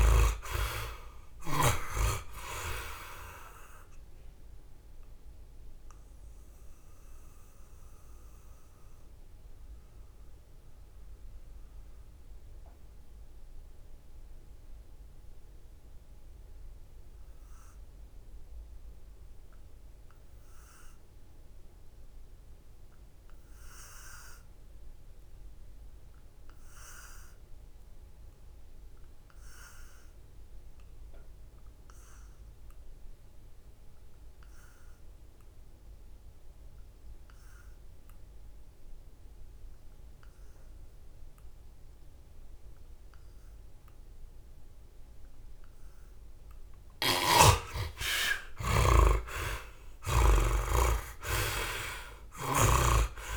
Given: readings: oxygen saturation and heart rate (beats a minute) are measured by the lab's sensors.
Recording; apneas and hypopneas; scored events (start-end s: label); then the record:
breathing in sleep by a room microphone; 1
0.00-1.50 s: snoring (device-marked)
0.00-26.50 s: oxygen desaturation (device-marked, oxygen 46% lowest, heart rate 67 extreme)
3.50-45.50 s: mixed apnea (oxygen 69% before, 46% lowest, heart rate 77 before, 64 extreme, up 23 after)
46.50-50.00 s: snoring (device-marked)
47.50-52.00 s: arousal
From the record:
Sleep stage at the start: N2 (light sleep); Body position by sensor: on the back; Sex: male